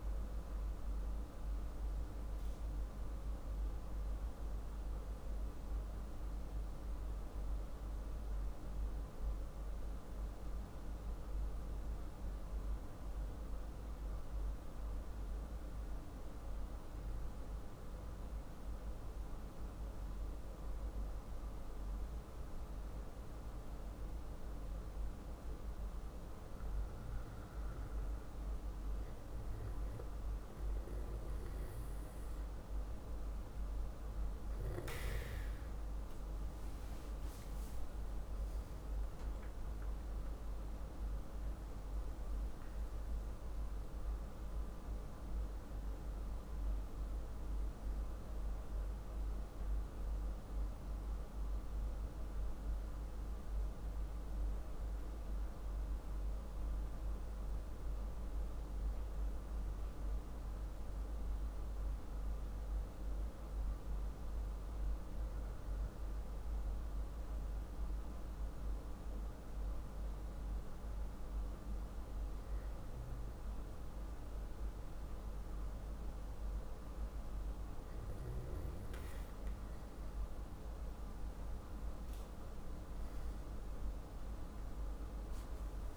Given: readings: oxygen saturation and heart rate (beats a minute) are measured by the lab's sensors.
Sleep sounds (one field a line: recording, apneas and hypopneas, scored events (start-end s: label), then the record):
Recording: breathing in sleep, hard to hear, by a room microphone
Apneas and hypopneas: 2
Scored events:
4.00-25.50 s: hypopnea (oxygen 98% before, 95% lowest, heart rate 49 before, 44 extreme, up 3 after)
38.00-43.00 s: arousal
60.00-73.00 s: hypopnea (oxygen 97% before, 95% lowest, heart rate 49 before, 44 extreme, up 2 after)
84.00-85.97 s: arousal
From the record:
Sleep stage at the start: N2 (light sleep)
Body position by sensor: on the back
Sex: male